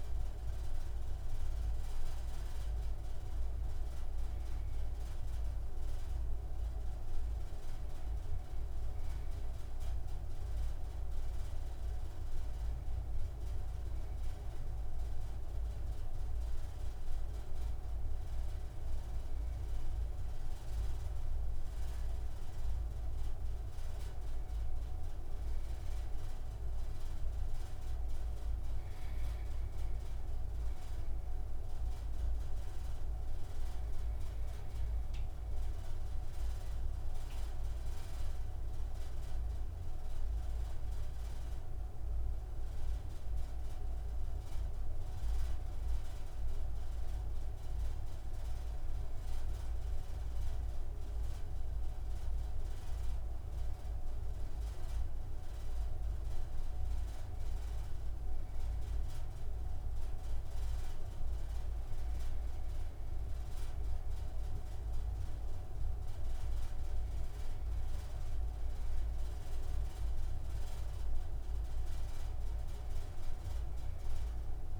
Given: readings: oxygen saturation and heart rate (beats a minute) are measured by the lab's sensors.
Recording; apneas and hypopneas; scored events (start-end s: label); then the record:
breathing in sleep, hard to hear, by a room microphone; none
none scored
From the record:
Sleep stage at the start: N2 (light sleep); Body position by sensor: on the right side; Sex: male